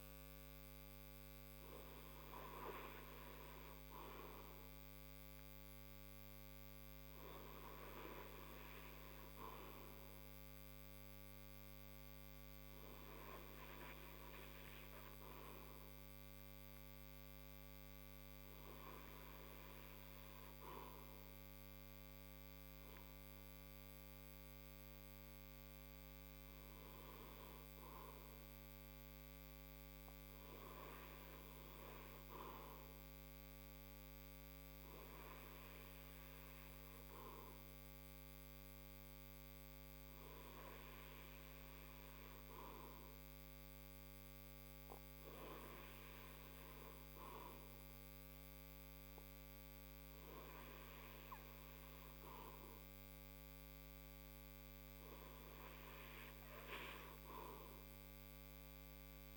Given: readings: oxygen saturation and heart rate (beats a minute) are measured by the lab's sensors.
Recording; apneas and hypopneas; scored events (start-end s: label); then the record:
breathing in sleep by a microphone on the trachea; 1
0.00-1.50 s: arousal
10.00-25.00 s: hypopnea (oxygen 99% before, 88% lowest, heart rate 60 before, 46 extreme, up 28 after)
12.50-36.50 s: oxygen desaturation (device-marked, oxygen 98% before, 93% lowest, heart rate 62 before, 46 extreme)
20.50-59.37 s: new sleep stage, REM sleep
27.00-31.00 s: arousal
41.50-59.37 s: oxygen desaturation (device-marked, oxygen 96% before, 90% lowest, heart rate 61 before, 62 extreme)
From the record:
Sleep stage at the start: N2 (light sleep); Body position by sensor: on the right side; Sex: male